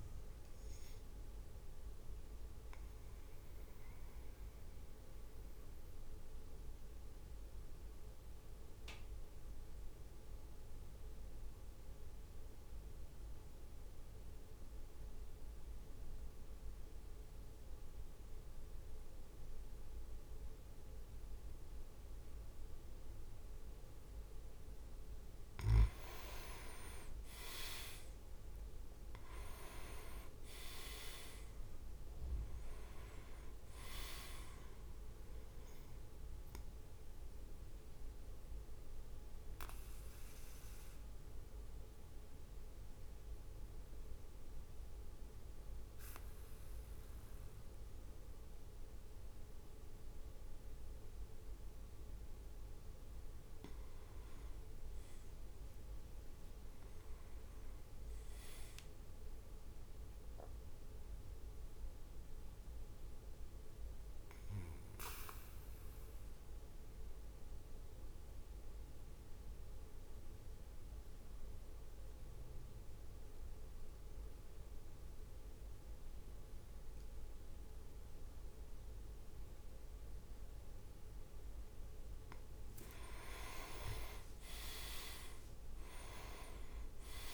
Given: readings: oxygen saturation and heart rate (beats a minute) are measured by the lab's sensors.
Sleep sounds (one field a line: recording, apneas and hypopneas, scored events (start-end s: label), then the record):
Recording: breathing in sleep by a room microphone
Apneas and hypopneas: 3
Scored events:
0.00-4.00 s: oxygen desaturation (device-marked, oxygen 95% lowest, heart rate 52 extreme)
0.50-24.50 s: mixed apnea (oxygen 99% before, 94% lowest, heart rate 56 before, 52 extreme, up 7 after)
26.00-28.00 s: leg movement (device-marked)
26.50-31.00 s: arousal
28.00-40.00 s: drop in pulse transit time (device-marked, heart rate 54 before, 54 extreme)
29.00-41.00 s: oxygen desaturation (device-marked, oxygen 99% before, 95% lowest, heart rate 54 before, 52 extreme)
36.00-54.00 s: obstructive apnea (oxygen 99% before, 94% lowest, heart rate 57 before, 49 extreme, up 6 after)
55.00-66.00 s: drop in pulse transit time (device-marked, heart rate 54 before, 52 extreme)
55.50-59.00 s: leg movement (device-marked)
55.50-59.50 s: arousal
61.50-81.00 s: obstructive apnea (oxygen 100% before, 94% lowest, heart rate 55 before, 49 extreme, up 8 after)
83.00-87.34 s: drop in pulse transit time (device-marked, heart rate 52 before, 54 extreme)
83.50-86.00 s: leg movement (device-marked)
83.50-87.34 s: arousal
From the record:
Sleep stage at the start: N2 (light sleep)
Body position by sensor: on the back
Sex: male